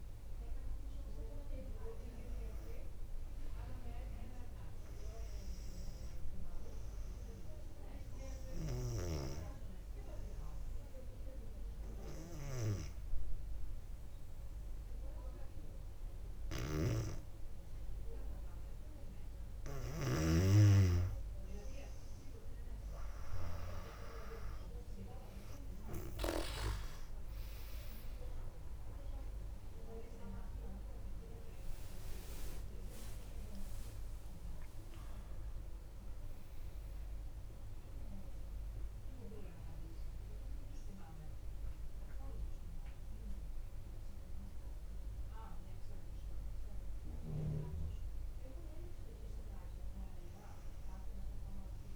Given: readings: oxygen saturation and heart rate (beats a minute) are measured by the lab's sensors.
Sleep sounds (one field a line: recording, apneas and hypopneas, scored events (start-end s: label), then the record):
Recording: breathing in sleep by a room microphone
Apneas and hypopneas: 1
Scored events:
7.00-20.00 s: obstructive apnea (oxygen 98% before, 95% lowest, heart rate 64 before, 58 extreme, up 4 after)
16.50-20.50 s: snoring (device-marked)
27.50-41.50 s: oxygen desaturation (device-marked, oxygen 99% before, 96% lowest, heart rate 60 before, 59 extreme)
28.50-35.00 s: arousal
From the record:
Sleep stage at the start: N2 (light sleep)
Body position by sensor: on the back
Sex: female